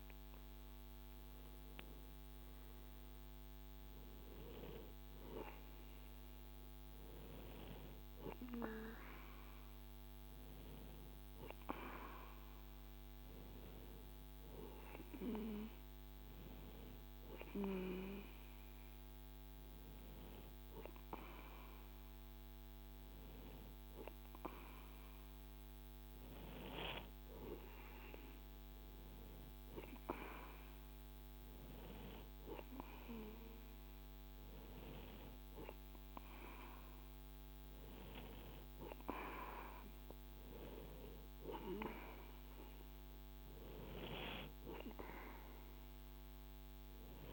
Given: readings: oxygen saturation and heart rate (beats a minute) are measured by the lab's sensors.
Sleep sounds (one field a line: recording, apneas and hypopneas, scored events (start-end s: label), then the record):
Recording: breathing in sleep by a microphone on the trachea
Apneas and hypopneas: none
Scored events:
none scored
From the record:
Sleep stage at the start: N2 (light sleep)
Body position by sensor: on the right side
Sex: male